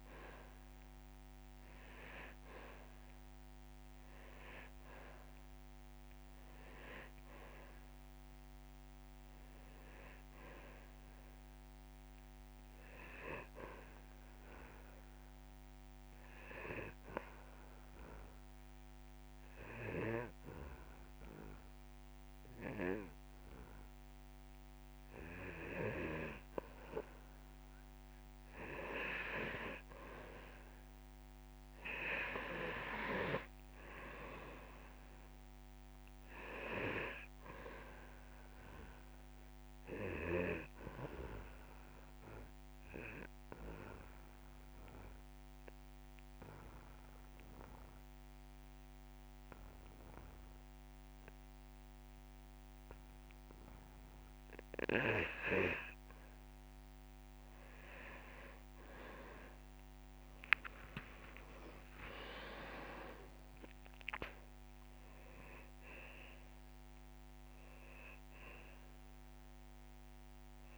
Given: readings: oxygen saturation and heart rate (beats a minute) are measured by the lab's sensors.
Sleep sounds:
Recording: breathing in sleep by a microphone on the trachea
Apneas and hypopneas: 2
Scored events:
8.00-11.00 s: arousal
15.00-26.00 s: obstructive apnea (oxygen 97% before, 92% lowest)
29.00-31.00 s: long interval between heartbeats (device-marked)
29.50-33.00 s: arousal
33.50-64.50 s: oxygen desaturation (device-marked, oxygen 97% before, 92% lowest)
34.50-43.50 s: drop in pulse transit time (device-marked)
40.50-42.50 s: long interval between heartbeats (device-marked)
41.50-55.50 s: obstructive apnea (oxygen 97% before, 92% lowest)
58.50-62.00 s: arousal
61.50-63.50 s: long interval between heartbeats (device-marked)
From the record:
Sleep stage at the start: N2 (light sleep)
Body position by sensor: on the back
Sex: male

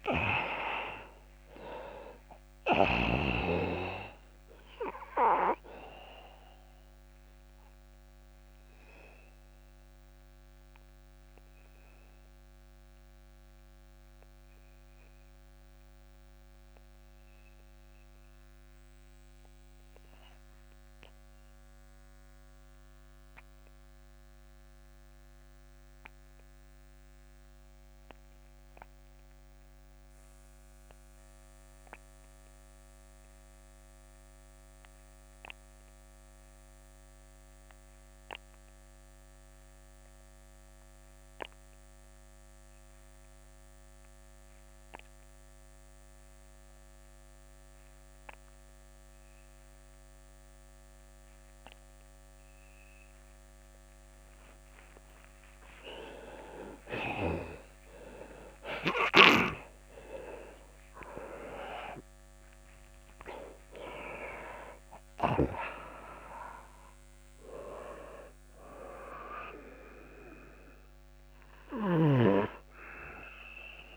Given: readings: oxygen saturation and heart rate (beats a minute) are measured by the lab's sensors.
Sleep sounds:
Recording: breathing in sleep by a microphone on the trachea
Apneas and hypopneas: 1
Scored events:
0.00-27.00 s: oxygen desaturation (device-marked, oxygen 89% lowest)
4.50-54.50 s: obstructive apnea (oxygen 99% before, 82% lowest)
43.00-73.97 s: oxygen desaturation (device-marked, oxygen 98% before, 82% lowest)
57.00-61.50 s: arousal
From the record:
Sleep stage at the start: N2 (light sleep)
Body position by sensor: on the back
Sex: male

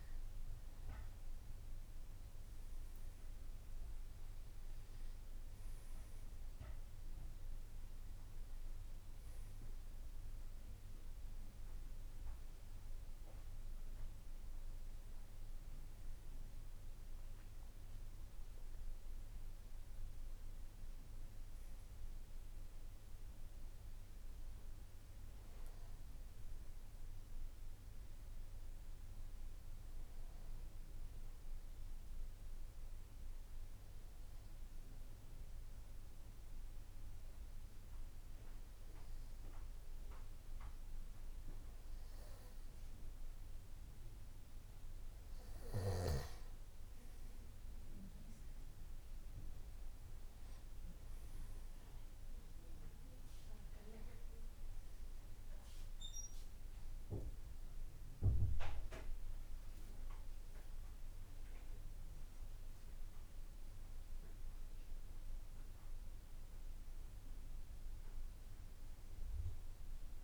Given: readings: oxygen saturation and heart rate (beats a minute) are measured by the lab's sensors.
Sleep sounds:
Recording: breathing in sleep, hard to hear, by a room microphone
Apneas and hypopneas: 1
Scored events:
2.50-6.00 s: arousal
33.00-45.00 s: hypopnea (oxygen 97% before, 94% lowest, heart rate 64 before, 58 extreme, up 5 after)
52.00-55.00 s: arousal
From the record:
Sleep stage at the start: N2 (light sleep)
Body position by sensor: on the back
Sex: male

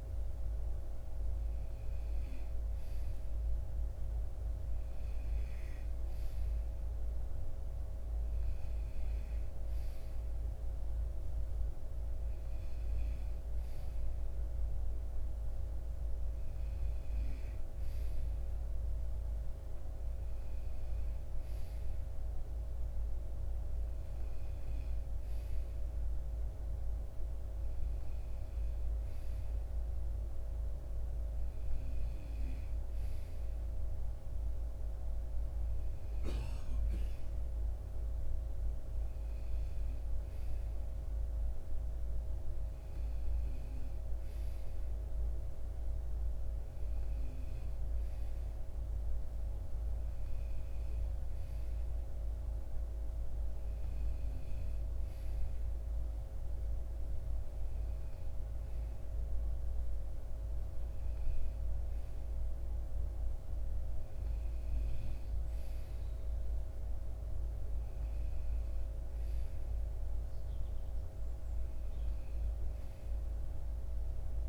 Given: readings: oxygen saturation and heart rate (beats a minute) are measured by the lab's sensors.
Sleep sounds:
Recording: breathing in sleep, hard to hear, by a room microphone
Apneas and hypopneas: none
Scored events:
none scored
From the record:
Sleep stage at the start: N2 (light sleep)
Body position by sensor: on the right side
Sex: male

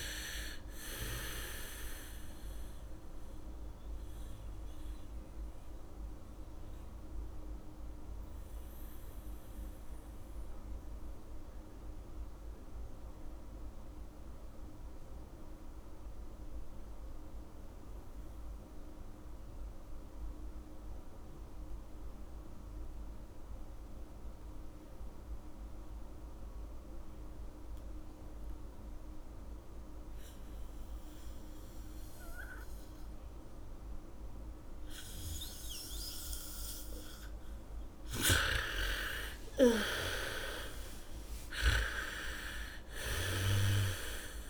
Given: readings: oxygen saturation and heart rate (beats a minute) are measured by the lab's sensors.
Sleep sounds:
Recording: breathing in sleep by a room microphone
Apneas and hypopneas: 1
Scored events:
0.00-18.00 s: oxygen desaturation (device-marked, oxygen 79% lowest, heart rate 40 extreme)
4.00-37.00 s: mixed apnea (oxygen 96% before, 74% lowest, heart rate 63 before, 29 extreme, up 2 after)
31.00-44.50 s: bradycardia (device-marked, heart rate 72 before, 29 extreme)
31.00-44.50 s: oxygen desaturation (device-marked, oxygen 99% before, 74% lowest, heart rate 74 before, 29 extreme)
38.50-43.00 s: arousal
From the record:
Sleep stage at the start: N2 (light sleep)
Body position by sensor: on the back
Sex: female

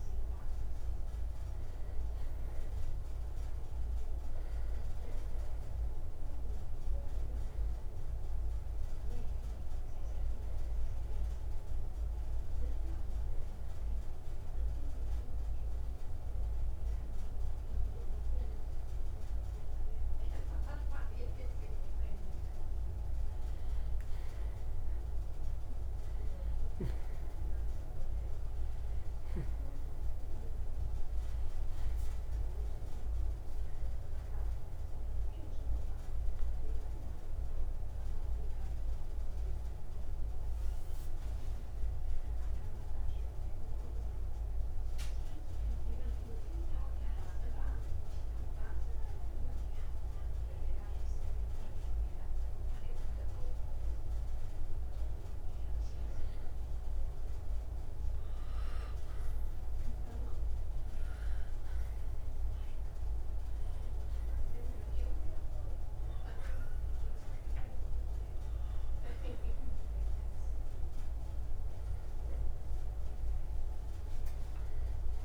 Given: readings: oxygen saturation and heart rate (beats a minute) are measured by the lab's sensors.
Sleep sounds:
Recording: breathing in sleep, hard to hear, by a room microphone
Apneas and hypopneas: 2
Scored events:
11.50-23.00 s: obstructive apnea (oxygen 95% before, 90% lowest, heart rate 118 before, 96 extreme, up 51 after)
26.00-30.00 s: arousal
45.50-56.50 s: obstructive apnea (oxygen 95% before, 90% lowest, heart rate 137 before, 70 extreme)
46.50-63.50 s: oxygen desaturation (device-marked, oxygen 95% before, 90% lowest, heart rate 136 before, 70 extreme)
59.00-65.50 s: arousal
From the record:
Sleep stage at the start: N2 (light sleep)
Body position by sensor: on the right side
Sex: male

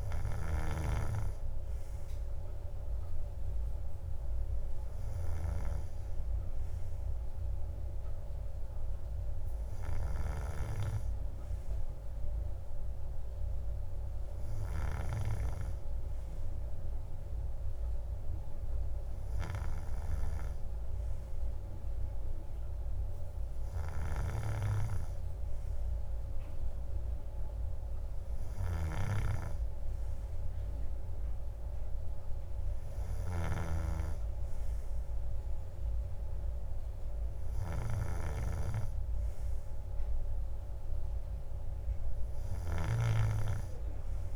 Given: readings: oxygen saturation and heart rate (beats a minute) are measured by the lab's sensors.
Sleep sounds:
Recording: breathing in sleep by a room microphone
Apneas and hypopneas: none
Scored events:
none scored
From the record:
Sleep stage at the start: N2 (light sleep)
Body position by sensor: on the right side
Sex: male

